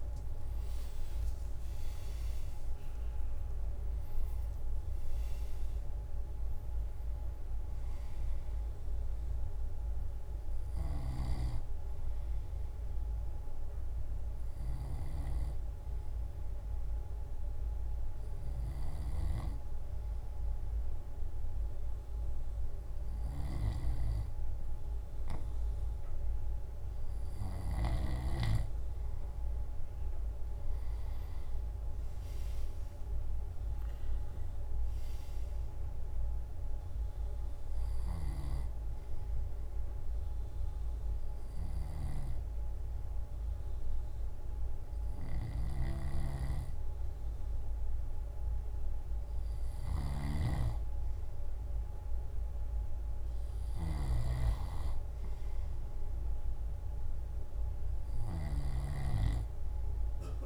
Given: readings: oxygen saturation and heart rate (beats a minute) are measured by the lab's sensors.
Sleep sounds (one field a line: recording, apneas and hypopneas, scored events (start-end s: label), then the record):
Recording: breathing in sleep by a room microphone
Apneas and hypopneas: 2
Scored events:
5.00-7.00 s: long interval between heartbeats (device-marked, heart rate 62 before, 78 extreme)
7.50-16.50 s: drop in pulse transit time (device-marked, heart rate 65 before, 56 extreme)
12.00-24.50 s: hypopnea (oxygen 96% before, 93% lowest, heart rate 68 before, 56 extreme, up 7 after)
27.50-31.50 s: arousal
39.00-50.50 s: hypopnea (oxygen 97% before, 94% lowest, heart rate 61 before, 56 extreme, up 7 after)
53.00-56.50 s: arousal
From the record:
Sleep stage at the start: N2 (light sleep)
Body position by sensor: on the left side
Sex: male